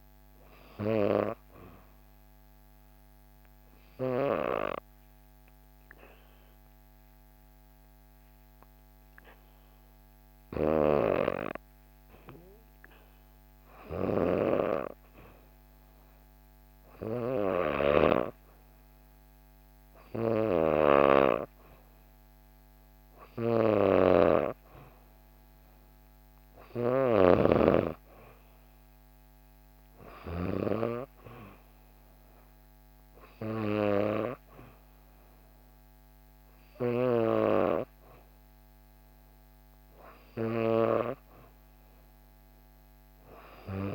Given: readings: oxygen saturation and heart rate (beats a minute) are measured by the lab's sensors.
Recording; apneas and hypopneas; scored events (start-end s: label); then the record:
breathing in sleep by a microphone on the trachea; 1
2.50-12.50 s: obstructive apnea (oxygen 94% before, 91% lowest, heart rate 64 before, 61 extreme, up 4 after)
13.50-27.00 s: snoring (device-marked)
14.00-16.00 s: long interval between heartbeats (device-marked, heart rate 63 before, 64 extreme)
15.50-18.50 s: arousal
22.00-30.00 s: oxygen desaturation (device-marked, oxygen 94% before, 91% lowest, heart rate 63 before, 62 extreme)
From the record:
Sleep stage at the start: N2 (light sleep); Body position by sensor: on the back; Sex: female